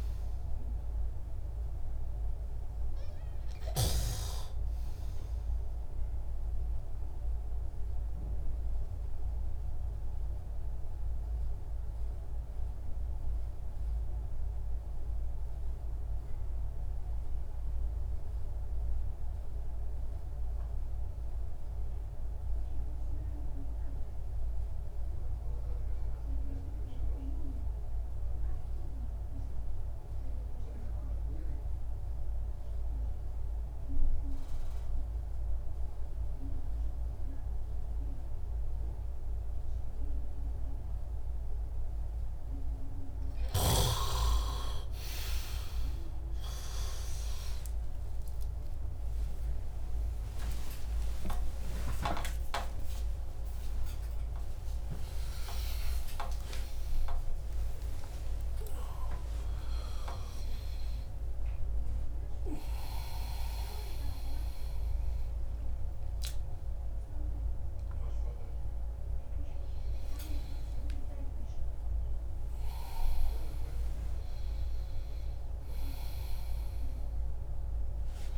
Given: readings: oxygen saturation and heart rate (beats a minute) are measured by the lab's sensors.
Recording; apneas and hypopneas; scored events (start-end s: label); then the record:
a person partly awake in a sleep study, by a room microphone; 1
0.00-23.50 s: oxygen desaturation (device-marked, oxygen 89% lowest, heart rate 62 extreme)
6.00-42.00 s: obstructive apnea (oxygen 99% before, 86% lowest, heart rate 68 before, 59 extreme, up 27 after)
37.50-73.50 s: oxygen desaturation (device-marked, oxygen 99% before, 86% lowest)
58.50-78.38 s: new sleep stage, awake
From the record:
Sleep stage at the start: N2 (light sleep); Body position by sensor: on the back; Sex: male